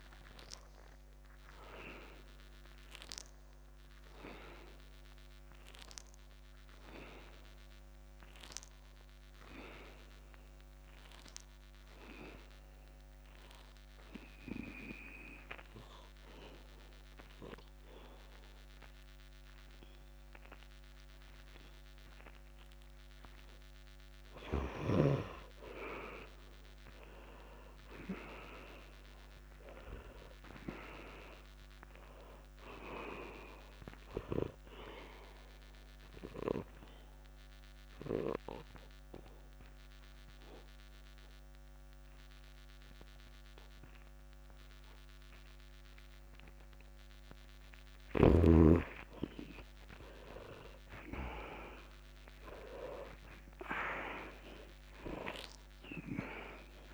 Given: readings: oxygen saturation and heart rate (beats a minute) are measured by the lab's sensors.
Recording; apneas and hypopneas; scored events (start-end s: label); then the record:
a person partly awake in a sleep study, by a microphone on the trachea; 2
0.00-3.50 s: oxygen desaturation (device-marked, oxygen 88% lowest, heart rate 65 extreme)
5.50-56.94 s: new sleep stage, N2 (light sleep)
14.50-24.50 s: obstructive apnea (oxygen 99% before, 84% lowest, heart rate 91 before, 61 extreme)
27.00-30.50 s: arousal
31.50-51.50 s: oxygen desaturation (device-marked, oxygen 99% before, 84% lowest, heart rate 71 before, 69 extreme)
34.00-47.50 s: obstructive apnea (oxygen 99% before, 83% lowest, heart rate 69 before, 69 extreme, up 20 after)
39.50-41.50 s: long interval between heartbeats (device-marked, heart rate 67 before, 77 extreme)
50.00-55.00 s: arousal
50.50-52.50 s: long interval between heartbeats (device-marked, heart rate 71 before, 78 extreme)
53.50-55.50 s: long interval between heartbeats (device-marked, heart rate 74 before, 92 extreme)
From the record:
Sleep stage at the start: awake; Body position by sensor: on the right side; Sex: male